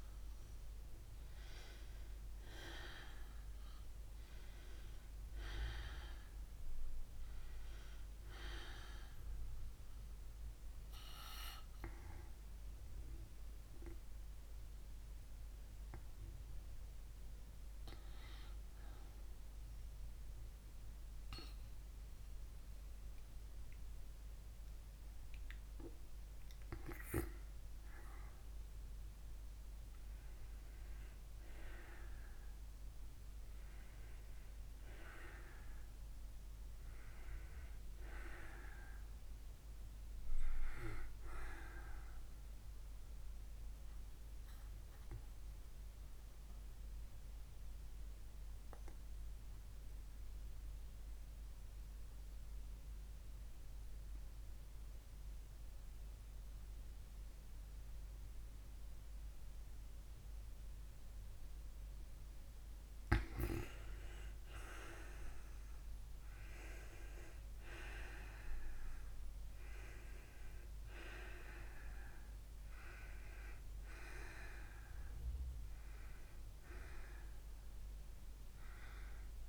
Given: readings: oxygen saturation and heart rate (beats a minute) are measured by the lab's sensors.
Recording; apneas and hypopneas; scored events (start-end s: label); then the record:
breathing in sleep by a room microphone; 2
0.00-1.50 s: arousal
10.50-25.00 s: hypopnea (oxygen 97% before, 90% lowest, heart rate 60 before, 56 extreme, up 9 after)
11.50-32.50 s: oxygen desaturation (device-marked, oxygen 97% before, 90% lowest, heart rate 60 before, 56 extreme)
33.00-37.50 s: arousal
42.50-61.50 s: obstructive apnea (oxygen 97% before, 86% lowest, heart rate 62 before, 55 extreme, up 10 after)
45.50-62.50 s: oxygen desaturation (device-marked, oxygen 96% before, 91% lowest, heart rate 62 before, 55 extreme)
64.50-69.00 s: arousal
72.50-79.49 s: oxygen desaturation (device-marked, oxygen 96% before, 86% lowest, heart rate 62 before, 52 extreme)
From the record:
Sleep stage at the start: N2 (light sleep); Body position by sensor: on the back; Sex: female